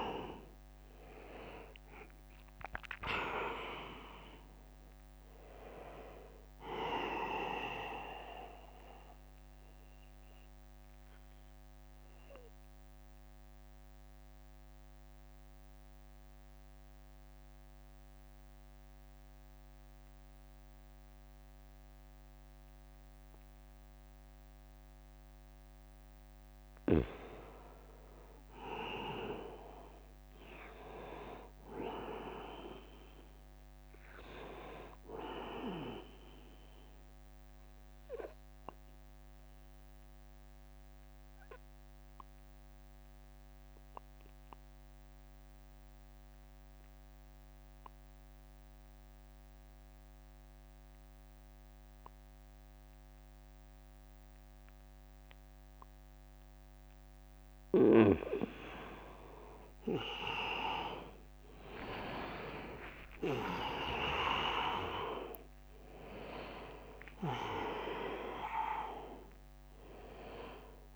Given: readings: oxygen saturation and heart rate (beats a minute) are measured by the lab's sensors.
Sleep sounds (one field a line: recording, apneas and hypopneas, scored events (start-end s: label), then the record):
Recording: breathing in sleep by a microphone on the trachea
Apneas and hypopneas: 2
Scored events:
0.00-7.50 s: drop in pulse transit time (device-marked, heart rate 74 extreme)
0.00-19.50 s: oxygen desaturation (device-marked, oxygen 89% lowest, heart rate 73 extreme)
10.50-26.50 s: mixed apnea (oxygen 100% before, 89% lowest, heart rate 77 before, 72 extreme, up 4 after)
29.00-32.50 s: arousal
33.50-51.50 s: oxygen desaturation (device-marked, oxygen 100% before, 94% lowest, heart rate 83 before, 72 extreme)
37.50-58.00 s: mixed apnea (oxygen 100% before, 92% lowest, heart rate 82 before, 69 extreme, up 7 after)
59.50-70.96 s: oxygen desaturation (device-marked, oxygen 99% before, 92% lowest, heart rate 75 before, 67 extreme)
60.50-63.50 s: arousal
64.50-70.96 s: drop in pulse transit time (device-marked, heart rate 75 before, 79 extreme)
From the record:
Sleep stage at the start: N2 (light sleep)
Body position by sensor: on the back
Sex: male